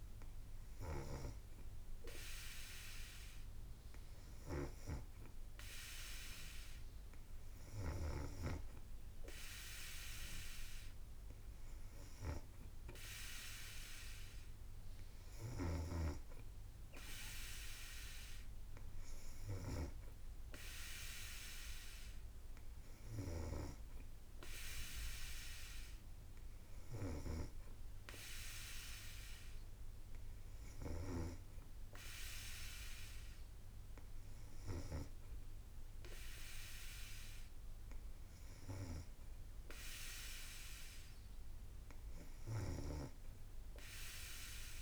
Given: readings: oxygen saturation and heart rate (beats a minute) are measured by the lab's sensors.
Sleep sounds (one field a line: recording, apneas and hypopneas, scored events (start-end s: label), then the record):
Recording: breathing in sleep by a room microphone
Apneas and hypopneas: none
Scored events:
1.00-5.00 s: snoring (device-marked)
15.50-20.00 s: snoring (device-marked)
From the record:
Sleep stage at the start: N3 (deep sleep)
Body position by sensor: on the back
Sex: female